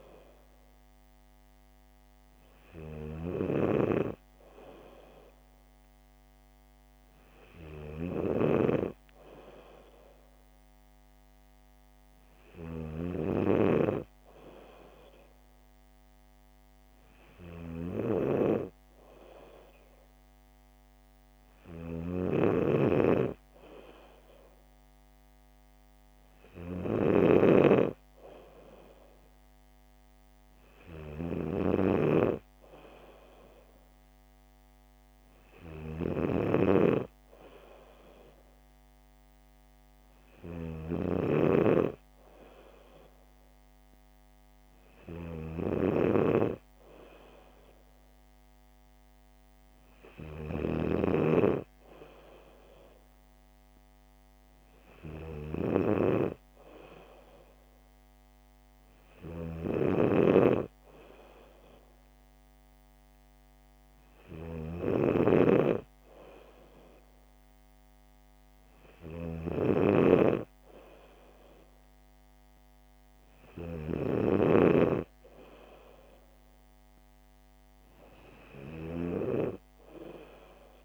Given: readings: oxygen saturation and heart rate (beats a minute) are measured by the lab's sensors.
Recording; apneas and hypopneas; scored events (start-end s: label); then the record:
breathing in sleep by a microphone on the trachea; none
0.00-4.00 s: snoring (device-marked)
13.50-27.50 s: snoring (device-marked)
59.50-74.50 s: snoring (device-marked)
From the record:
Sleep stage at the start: N2 (light sleep); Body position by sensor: on the back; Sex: female